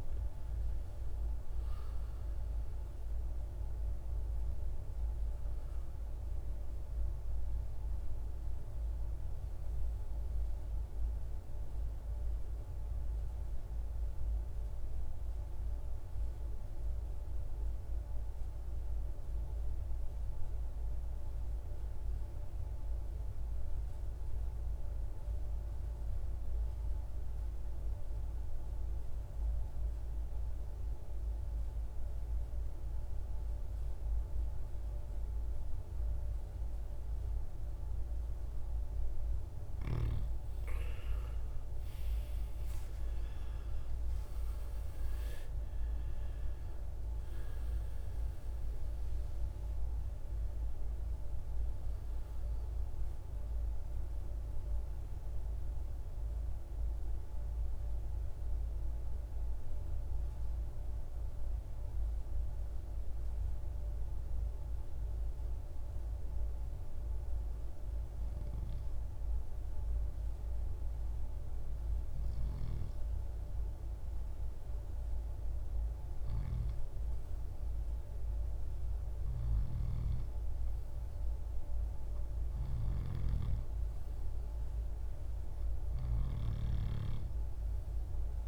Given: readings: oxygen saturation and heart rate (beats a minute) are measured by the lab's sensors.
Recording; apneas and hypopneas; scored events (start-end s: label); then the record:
breathing in sleep, hard to hear, by a room microphone; 2
0.00-19.00 s: oxygen desaturation (device-marked, oxygen 91% lowest, heart rate 53 extreme)
12.00-38.00 s: obstructive apnea (oxygen 98% before, 86% lowest, heart rate 62 before, 52 extreme, up 17 after)
34.00-65.00 s: oxygen desaturation (device-marked, oxygen 98% before, 86% lowest, heart rate 55 before, 52 extreme)
41.50-45.50 s: arousal
57.50-72.50 s: obstructive apnea (oxygen 97% before, 86% lowest, heart rate 67 before, 53 extreme, up 5 after)
74.50-78.00 s: arousal
82.00-88.48 s: oxygen desaturation (device-marked, oxygen 98% before, 92% lowest, heart rate 56 before, 52 extreme)
From the record:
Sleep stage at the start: N2 (light sleep); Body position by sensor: on the right side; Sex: male